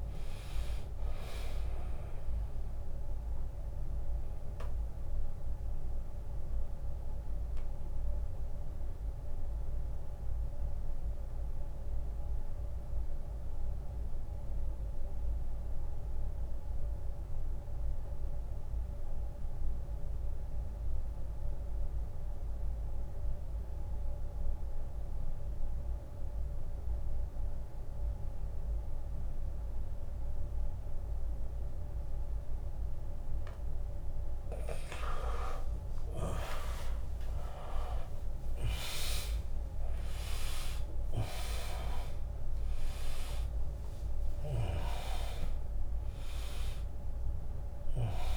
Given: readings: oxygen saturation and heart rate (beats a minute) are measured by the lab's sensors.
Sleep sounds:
breathing in sleep by a room microphone; 1
0.00-5.50 s: drop in pulse transit time (device-marked, heart rate 73 extreme)
0.50-18.50 s: oxygen desaturation (device-marked, oxygen 99% before, 88% lowest, heart rate 77 before, 76 extreme)
4.00-33.00 s: obstructive apnea (oxygen 100% before, 77% lowest, heart rate 78 before, 77 extreme, up 16 after)
28.50-48.37 s: oxygen desaturation (device-marked, oxygen 100% before, 77% lowest, heart rate 83 before, 74 extreme)
37.00-39.00 s: long interval between heartbeats (device-marked, heart rate 81 before, 92 extreme)
37.50-43.00 s: arousal
38.50-48.37 s: drop in pulse transit time (device-marked, heart rate 82 before, 84 extreme)
From the record:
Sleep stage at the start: N2 (light sleep); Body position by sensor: on the back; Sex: male

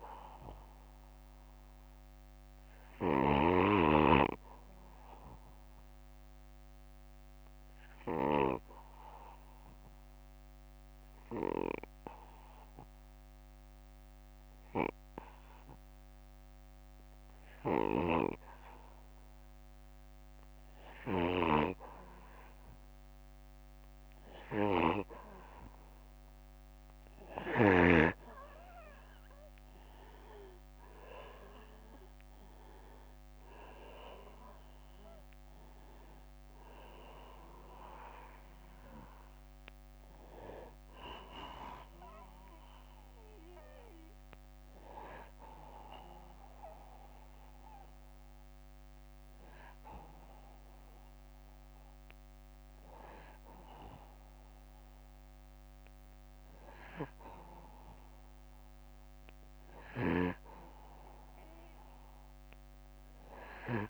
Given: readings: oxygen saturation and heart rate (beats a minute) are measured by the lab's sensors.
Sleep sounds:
breathing in sleep by a microphone on the trachea; 1
0.00-2.50 s: snoring (device-marked)
3.50-20.50 s: obstructive apnea (oxygen 96% before, 87% lowest, heart rate 63 before, 61 extreme, up 1 after)
17.00-20.50 s: snoring (device-marked)
25.50-41.50 s: oxygen desaturation (device-marked, oxygen 94% before, 90% lowest, heart rate 62 before, 58 extreme)
31.50-35.50 s: arousal
50.50-63.50 s: oxygen desaturation (device-marked, oxygen 91% before, 87% lowest, heart rate 66 before, 59 extreme)
From the record:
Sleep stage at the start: N2 (light sleep); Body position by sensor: on the back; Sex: male

